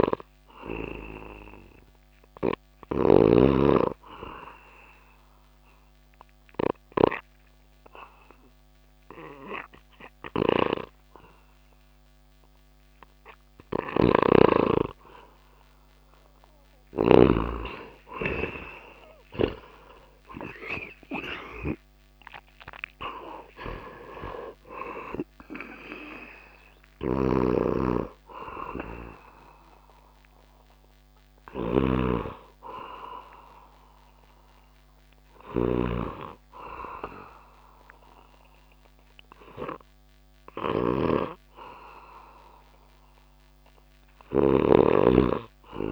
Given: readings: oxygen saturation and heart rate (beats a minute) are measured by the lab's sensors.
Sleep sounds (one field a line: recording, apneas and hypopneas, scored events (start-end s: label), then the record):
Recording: breathing in sleep by a microphone on the trachea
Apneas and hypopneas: 1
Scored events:
0.00-2.50 s: snoring (device-marked)
4.50-17.00 s: obstructive apnea (oxygen 98% before, 93% lowest)
13.00-16.50 s: snoring (device-marked)
18.00-23.50 s: arousal
26.00-45.92 s: snoring (device-marked)
38.00-45.92 s: new sleep stage, REM sleep
38.00-45.92 s: oxygen desaturation (device-marked, oxygen 96% before, 93% lowest)
From the record:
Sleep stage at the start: N2 (light sleep)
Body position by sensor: on the back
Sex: male